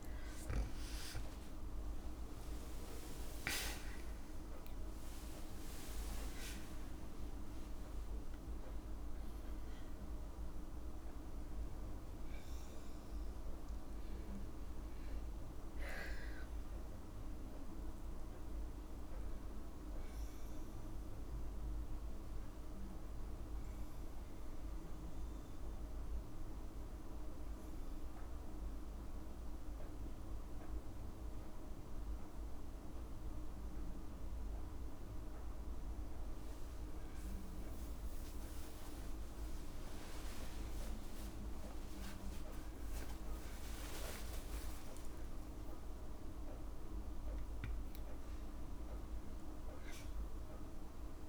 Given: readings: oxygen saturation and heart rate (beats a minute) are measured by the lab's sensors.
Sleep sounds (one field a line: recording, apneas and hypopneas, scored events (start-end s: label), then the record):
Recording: breathing in sleep, hard to hear, by a room microphone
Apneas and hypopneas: 1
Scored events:
0.50-2.50 s: long interval between heartbeats (device-marked, heart rate 62 before, 88 extreme)
0.50-5.00 s: arousal
1.50-3.50 s: tachycardia (device-marked, heart rate 76 before, 89 extreme)
4.00-6.00 s: long interval between heartbeats (device-marked, heart rate 67 before, 95 extreme)
5.50-28.50 s: oxygen desaturation (device-marked, oxygen 97% before, 94% lowest, heart rate 71 before, 58 extreme)
9.50-12.50 s: tachycardia (device-marked, heart rate 76 before, 106 extreme)
10.00-12.00 s: long interval between heartbeats (device-marked, heart rate 77 before, 99 extreme)
16.00-18.00 s: long interval between heartbeats (device-marked, heart rate 88 before, 91 extreme)
19.00-21.00 s: long interval between heartbeats (device-marked, heart rate 92 before, 83 extreme)
23.50-37.00 s: hypopnea (oxygen 97% before, 95% lowest, heart rate 94 before, 58 extreme, up 13 after)
26.50-28.50 s: long interval between heartbeats (device-marked, heart rate 90 before, 78 extreme)
30.00-32.00 s: long interval between heartbeats (device-marked, heart rate 88 before, 75 extreme)
39.50-41.50 s: long interval between heartbeats (device-marked, heart rate 74 before, 68 extreme)
43.50-47.00 s: arousal
From the record:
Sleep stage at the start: N2 (light sleep)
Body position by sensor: on the back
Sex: female